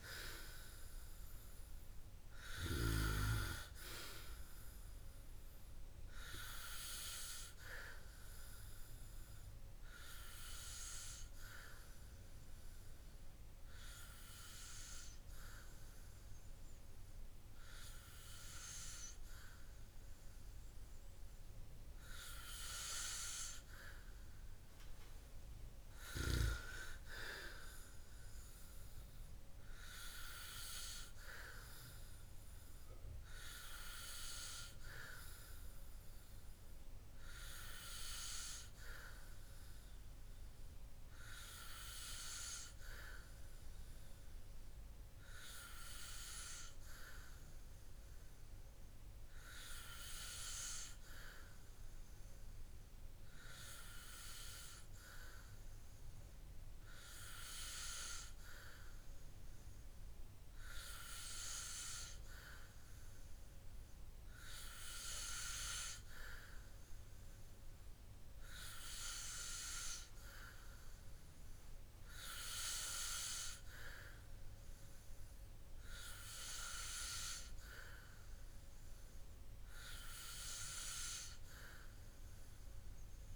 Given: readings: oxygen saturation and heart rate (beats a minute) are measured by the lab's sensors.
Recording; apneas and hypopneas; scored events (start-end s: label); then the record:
breathing in sleep by a room microphone; none
none scored
From the record:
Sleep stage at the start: N2 (light sleep); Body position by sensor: on the back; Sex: male